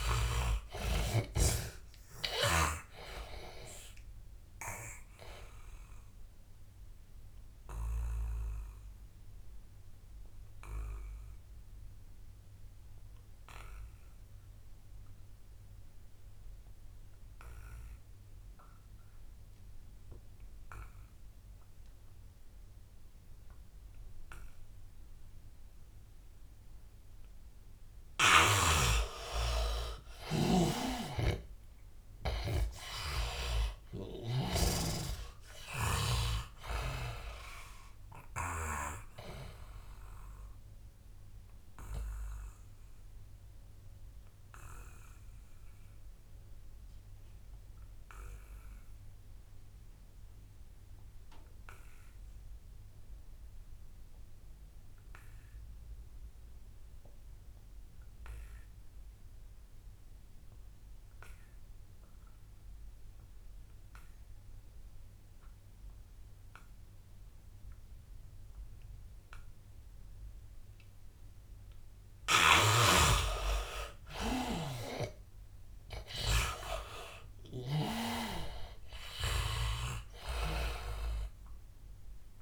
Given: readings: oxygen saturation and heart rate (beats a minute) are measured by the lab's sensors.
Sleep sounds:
breathing in sleep by a room microphone; 2
0.00-19.00 s: oxygen desaturation (device-marked, oxygen 77% lowest, heart rate 77 extreme)
4.50-28.00 s: obstructive apnea (oxygen 100% before, 77% lowest, heart rate 87 before, 77 extreme, up 15 after)
30.00-33.50 s: arousal
30.50-34.50 s: snoring (device-marked)
32.00-54.00 s: oxygen desaturation (device-marked, oxygen 99% before, 80% lowest, heart rate 84 before, 79 extreme)
39.50-72.50 s: obstructive apnea (oxygen 99% before, 74% lowest, heart rate 86 before, 79 extreme, up 13 after)
60.00-82.42 s: oxygen desaturation (device-marked, oxygen 100% before, 74% lowest, heart rate 88 before, 79 extreme)
72.50-78.00 s: snoring (device-marked)
75.50-79.50 s: arousal
From the record:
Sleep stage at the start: N2 (light sleep); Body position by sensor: on the back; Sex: male

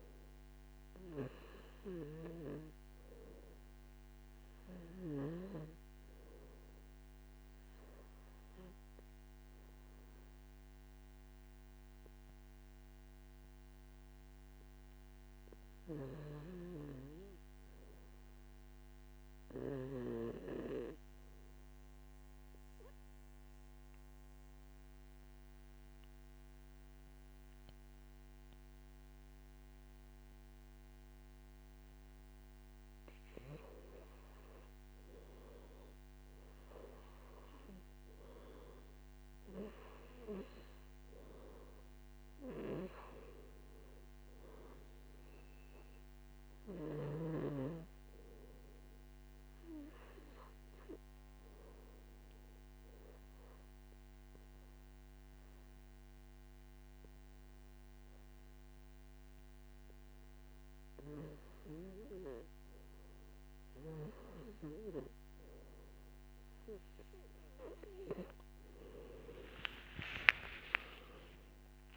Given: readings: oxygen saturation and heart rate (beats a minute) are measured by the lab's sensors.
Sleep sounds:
breathing in sleep by a microphone on the trachea; 2
9.50-31.50 s: oxygen desaturation (device-marked, oxygen 96% before, 84% lowest, heart rate 61 before, 54 extreme)
23.00-34.50 s: obstructive apnea (oxygen 96% before, 79% lowest, heart rate 62 before, 54 extreme, up 1 after)
37.00-41.00 s: arousal
44.50-71.97 s: oxygen desaturation (device-marked, oxygen 93% before, 79% lowest, heart rate 60 before, 60 extreme)
50.50-66.00 s: obstructive apnea (oxygen 93% before, 79% lowest, heart rate 62 before, 60 extreme, up 6 after)
69.50-71.97 s: arousal
From the record:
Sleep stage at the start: REM sleep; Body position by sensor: on the back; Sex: male

